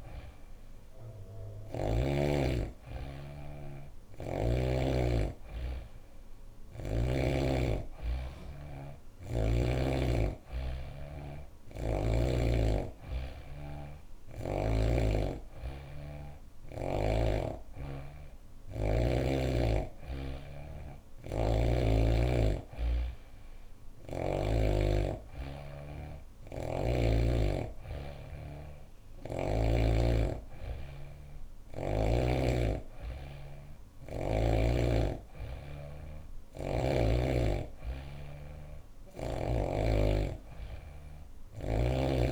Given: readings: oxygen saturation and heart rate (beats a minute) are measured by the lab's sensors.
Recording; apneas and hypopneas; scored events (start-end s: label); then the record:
breathing in sleep by a room microphone; none
11.00-14.50 s: snoring (device-marked)
From the record:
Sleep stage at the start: N3 (deep sleep); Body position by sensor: on the back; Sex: female